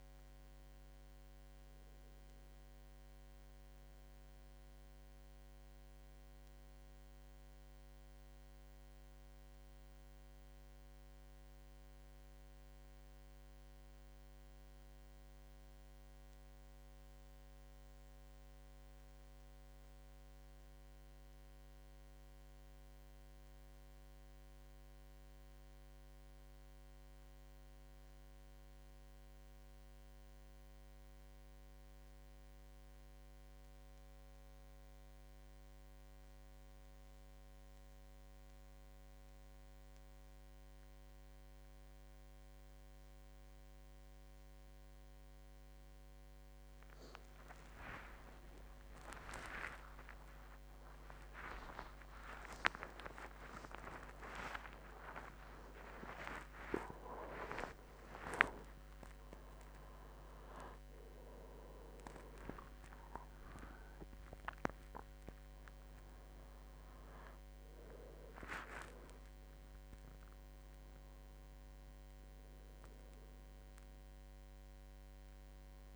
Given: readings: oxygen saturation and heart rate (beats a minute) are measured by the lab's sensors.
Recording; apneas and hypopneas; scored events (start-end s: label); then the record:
a person partly awake in a sleep study, by a microphone on the trachea; none
1.50-31.50 s: new sleep stage, N2 (light sleep)
31.50-61.50 s: new sleep stage, awake
61.50-75.96 s: new sleep stage, N1 (lightest sleep)
From the record:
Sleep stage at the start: N1 (lightest sleep); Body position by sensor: on the back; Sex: male